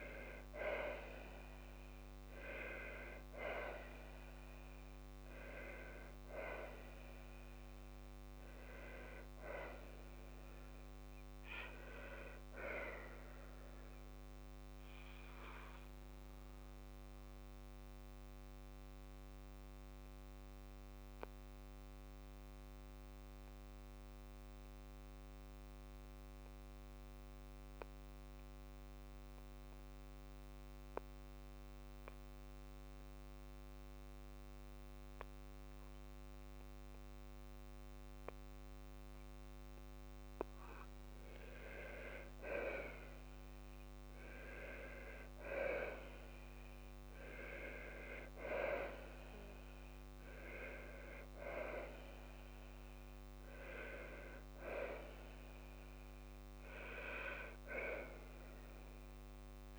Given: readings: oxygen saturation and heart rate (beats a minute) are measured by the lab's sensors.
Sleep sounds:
breathing in sleep by a microphone on the trachea; 1
17.00-37.50 s: obstructive apnea (oxygen 98% before, 93% lowest, heart rate 63 before, 54 extreme, up 13 after)
23.50-35.50 s: oxygen desaturation (device-marked, oxygen 96% before, 93% lowest, heart rate 58 before, 56 extreme)
41.00-45.00 s: arousal
44.50-46.50 s: long interval between heartbeats (device-marked, heart rate 56 before, 69 extreme)
47.50-49.50 s: long interval between heartbeats (device-marked, heart rate 59 before, 77 extreme)
50.50-52.50 s: long interval between heartbeats (device-marked, heart rate 62 before, 77 extreme)
From the record:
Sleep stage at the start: N2 (light sleep); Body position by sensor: on the back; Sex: female

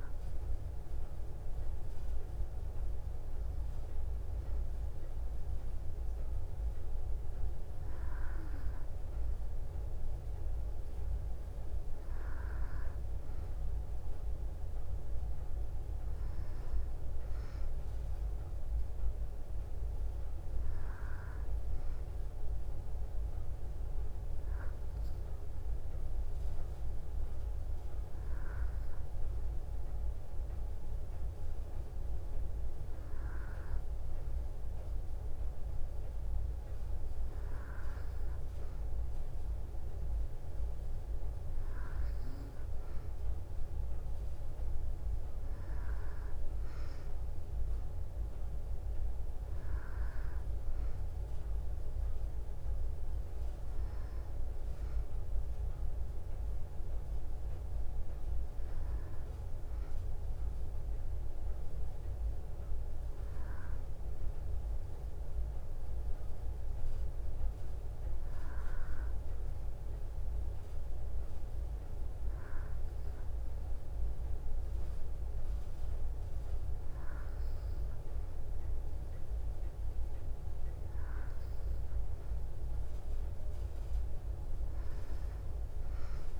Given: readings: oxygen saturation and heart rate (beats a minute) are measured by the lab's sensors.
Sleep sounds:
breathing in sleep, hard to hear, by a room microphone; none
none scored
From the record:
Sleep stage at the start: N2 (light sleep); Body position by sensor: on the back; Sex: female

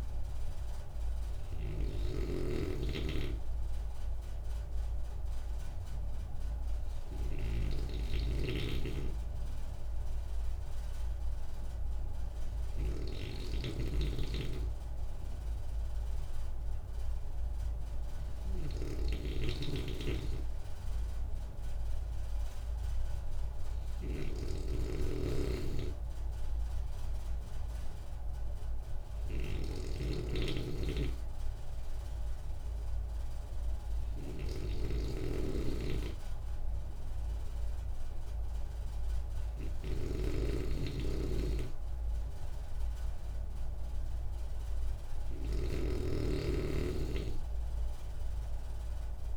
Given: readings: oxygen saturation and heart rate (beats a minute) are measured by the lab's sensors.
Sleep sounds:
breathing in sleep by a room microphone; none
0.00-49.37 s: snoring (device-marked)
From the record:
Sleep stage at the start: N2 (light sleep); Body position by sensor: on the right side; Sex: male

